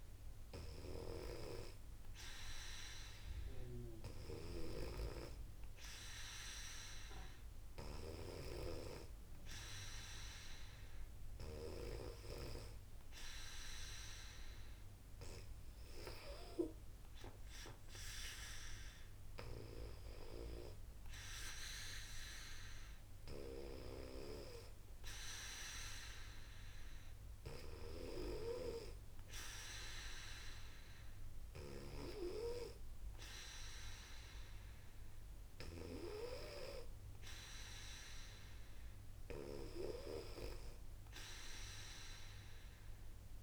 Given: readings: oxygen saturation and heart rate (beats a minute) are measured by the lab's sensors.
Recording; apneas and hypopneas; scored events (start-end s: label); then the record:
breathing in sleep by a room microphone; none
0.00-11.50 s: snoring (device-marked)
31.00-35.50 s: snoring (device-marked)
From the record:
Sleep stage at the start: N2 (light sleep); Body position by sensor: on the back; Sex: female